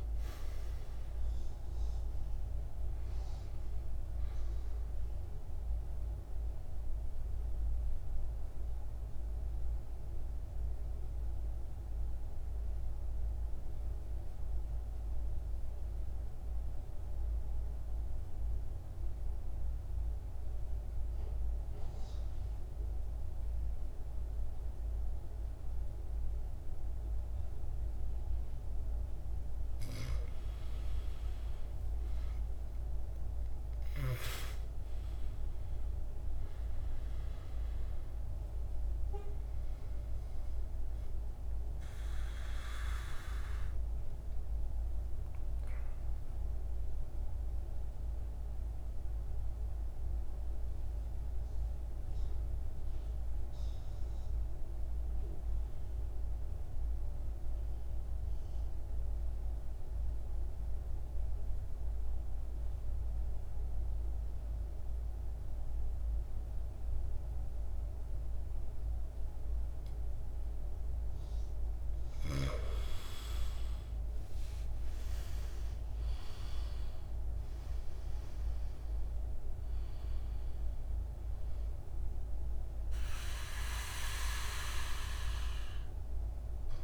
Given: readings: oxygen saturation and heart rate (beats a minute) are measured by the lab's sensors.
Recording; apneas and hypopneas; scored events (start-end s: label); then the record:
breathing in sleep by a room microphone; 2
0.00-26.50 s: oxygen desaturation (device-marked, oxygen 77% lowest, heart rate 54 extreme)
5.50-28.00 s: central apnea (oxygen 98% before, 77% lowest, heart rate 67 before, 54 extreme, up 10 after)
31.00-34.50 s: arousal
33.50-54.50 s: oxygen desaturation (device-marked, oxygen 100% before, 85% lowest, heart rate 57 before, 52 extreme)
44.50-70.50 s: mixed apnea (oxygen 100% before, 80% lowest, heart rate 62 before, 52 extreme, up 17 after)
65.50-86.84 s: oxygen desaturation (device-marked, oxygen 99% before, 80% lowest, heart rate 55 before, 53 extreme)
72.50-77.50 s: arousal
From the record:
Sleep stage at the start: N2 (light sleep); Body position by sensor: on the back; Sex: male